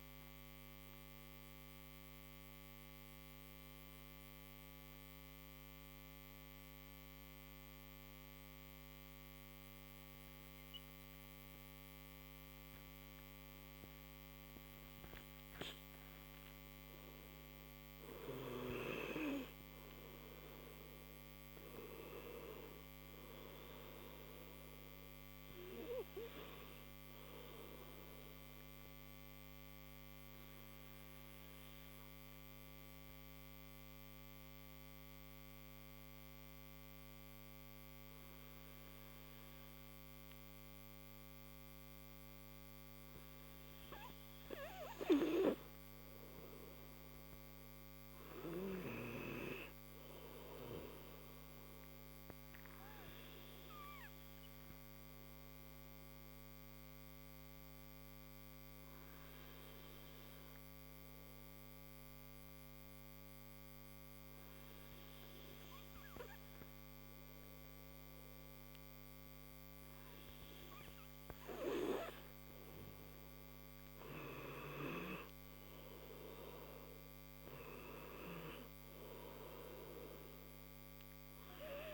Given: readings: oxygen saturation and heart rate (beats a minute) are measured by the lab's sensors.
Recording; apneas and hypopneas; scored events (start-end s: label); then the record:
breathing in sleep by a microphone on the trachea; 2
0.00-12.00 s: oxygen desaturation (device-marked, oxygen 90% lowest)
1.00-12.50 s: obstructive apnea (oxygen 97% before, 90% lowest)
19.00-22.00 s: arousal
25.00-46.00 s: oxygen desaturation (device-marked, oxygen 97% before, 90% lowest)
33.00-46.50 s: mixed apnea (oxygen 97% before, 90% lowest)
48.00-51.00 s: arousal
68.00-81.94 s: oxygen desaturation (device-marked, oxygen 97% before, 92% lowest)
From the record:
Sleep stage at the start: N2 (light sleep); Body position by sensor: on the right side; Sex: male